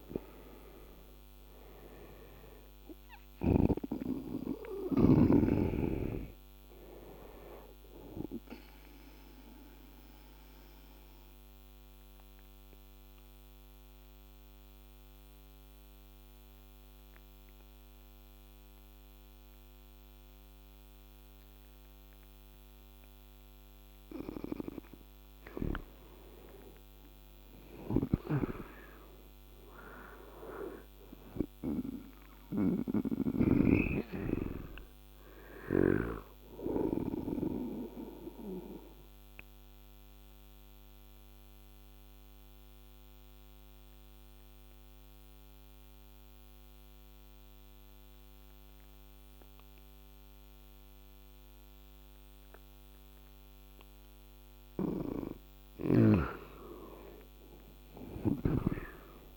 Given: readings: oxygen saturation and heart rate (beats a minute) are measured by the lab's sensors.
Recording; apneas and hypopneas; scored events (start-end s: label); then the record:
breathing in sleep by a microphone on the trachea; 2
0.00-1.00 s: arousal
0.00-3.00 s: snoring (device-marked)
9.00-24.00 s: obstructive apnea (oxygen 96% before, 90% lowest, heart rate 83 before, 76 extreme, up 5 after)
26.50-31.00 s: arousal
27.00-35.50 s: snoring (device-marked)
31.00-50.00 s: oxygen desaturation (device-marked, oxygen 96% before, 93% lowest, heart rate 80 before, 74 extreme)
37.50-54.00 s: obstructive apnea (oxygen 96% before, 90% lowest, heart rate 80 before, 74 extreme, up 10 after)
54.00-59.37 s: snoring (device-marked)
55.50-59.37 s: arousal
From the record:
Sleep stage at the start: N2 (light sleep); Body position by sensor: on the right side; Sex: male